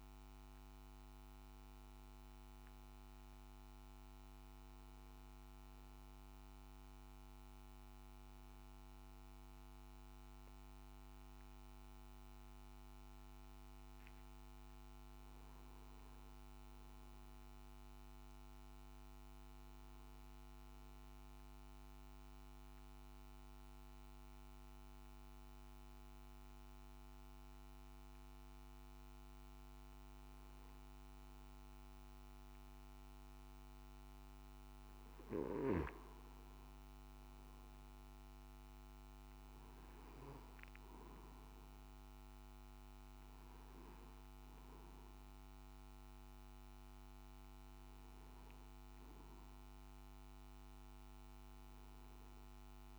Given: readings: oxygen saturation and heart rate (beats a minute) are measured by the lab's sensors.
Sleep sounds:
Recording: breathing in sleep, hard to hear, by a microphone on the trachea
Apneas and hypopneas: 1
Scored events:
14.50-18.00 s: arousal
22.00-35.50 s: hypopnea (oxygen 98% before, 93% lowest, heart rate 64 before, 56 extreme, up 7 after)
37.50-40.50 s: arousal
41.50-52.98 s: oxygen desaturation (device-marked, oxygen 97% before, 93% lowest, heart rate 59 before, 56 extreme)
From the record:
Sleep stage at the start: N2 (light sleep)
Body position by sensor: on the back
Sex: male

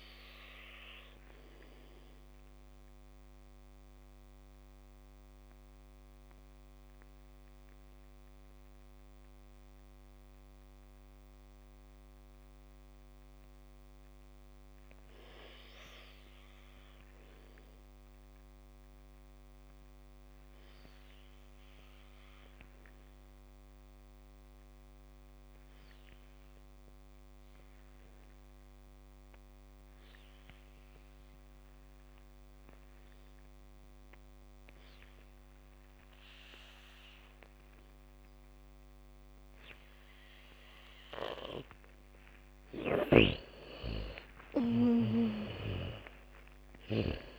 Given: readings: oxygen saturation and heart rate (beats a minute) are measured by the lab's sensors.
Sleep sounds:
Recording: breathing in sleep by a microphone on the trachea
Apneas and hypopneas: 1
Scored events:
0.00-16.00 s: oxygen desaturation (device-marked, oxygen 79% lowest, heart rate 49 extreme)
2.00-41.50 s: mixed apnea (oxygen 99% before, 79% lowest, heart rate 61 before, 49 extreme, up 14 after)
27.00-47.39 s: oxygen desaturation (device-marked, oxygen 99% before, 81% lowest, heart rate 76 before, 40 extreme)
35.00-45.00 s: bradycardia (device-marked, heart rate 73 before, 52 extreme)
43.00-47.00 s: arousal
43.00-47.39 s: snoring (device-marked)
From the record:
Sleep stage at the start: N2 (light sleep)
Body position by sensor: on the back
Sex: female

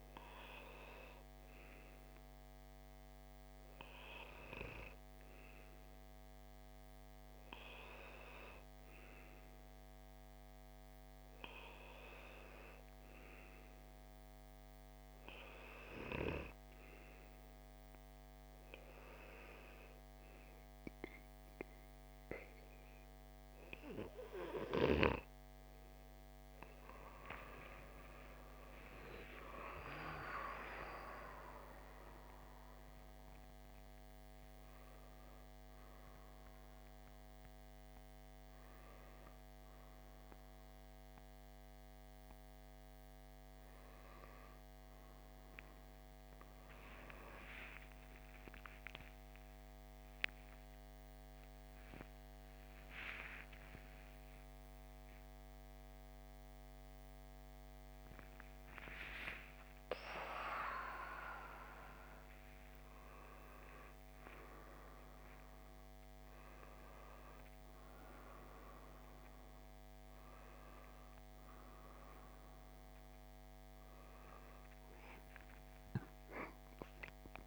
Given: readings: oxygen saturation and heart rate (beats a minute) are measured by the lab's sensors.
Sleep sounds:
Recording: a person partly awake in a sleep study, by a microphone on the trachea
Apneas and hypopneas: none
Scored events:
34.50-64.50 s: new sleep stage, awake
64.50-77.47 s: new sleep stage, N1 (lightest sleep)
From the record:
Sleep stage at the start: N2 (light sleep)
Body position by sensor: on the left side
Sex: male

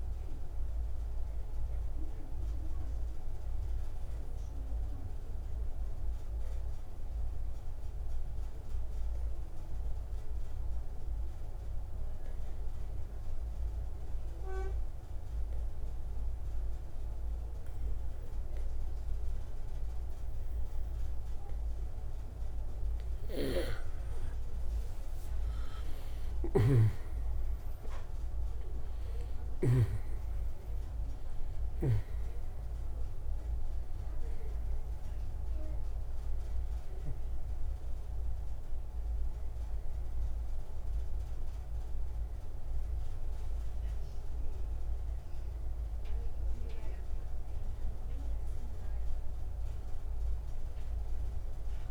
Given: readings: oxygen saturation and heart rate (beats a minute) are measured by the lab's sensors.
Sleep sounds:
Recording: breathing in sleep, hard to hear, by a room microphone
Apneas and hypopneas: 1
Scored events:
0.00-11.50 s: oxygen desaturation (device-marked, oxygen 89% lowest, heart rate 84 extreme)
2.00-21.00 s: obstructive apnea (oxygen 96% before, 82% lowest, heart rate 101 before, 106 extreme, up 58 after)
26.00-31.00 s: arousal
26.50-30.00 s: snoring (device-marked)
27.50-51.91 s: oxygen desaturation (device-marked, oxygen 97% before, 82% lowest, heart rate 131 before, 133 extreme)
From the record:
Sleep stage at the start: N2 (light sleep)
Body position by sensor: on the right side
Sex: male

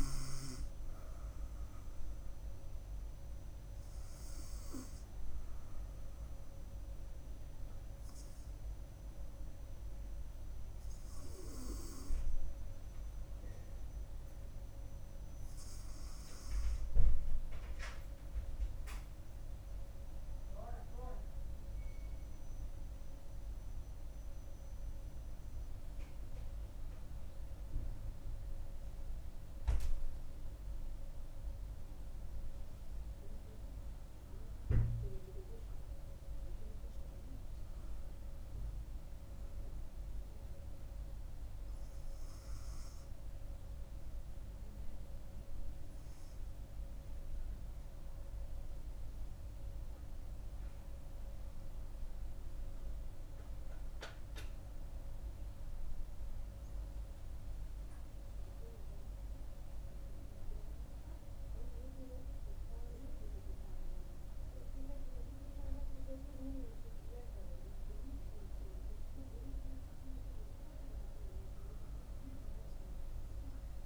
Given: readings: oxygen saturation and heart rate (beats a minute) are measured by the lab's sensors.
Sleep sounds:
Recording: breathing in sleep by a room microphone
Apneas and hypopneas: 2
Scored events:
0.00-16.50 s: oxygen desaturation (device-marked, oxygen 94% lowest, heart rate 67 extreme)
3.50-18.00 s: hypopnea (oxygen 98% before, 94% lowest, heart rate 70 before, 67 extreme, up 5 after)
19.50-24.00 s: arousal
45.50-56.00 s: hypopnea (oxygen 97% before, 95% lowest, heart rate 72 before, 66 extreme, up 7 after)
57.50-61.50 s: arousal
From the record:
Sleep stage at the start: N2 (light sleep)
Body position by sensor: on the front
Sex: female

